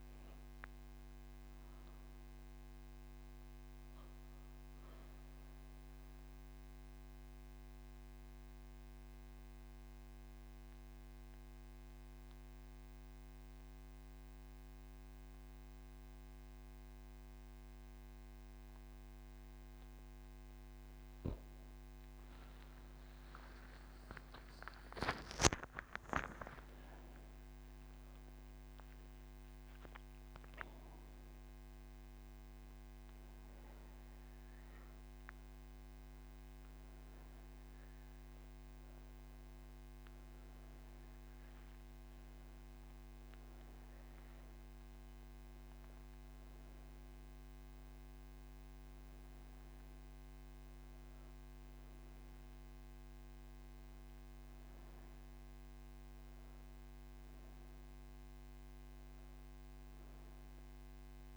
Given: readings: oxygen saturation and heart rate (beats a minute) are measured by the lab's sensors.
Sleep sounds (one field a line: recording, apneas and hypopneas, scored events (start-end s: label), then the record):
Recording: breathing in sleep, hard to hear, by a microphone on the trachea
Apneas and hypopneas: 1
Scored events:
6.50-20.50 s: obstructive apnea (oxygen 99% before, 93% lowest)
From the record:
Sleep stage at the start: N3 (deep sleep)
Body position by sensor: on the right side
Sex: female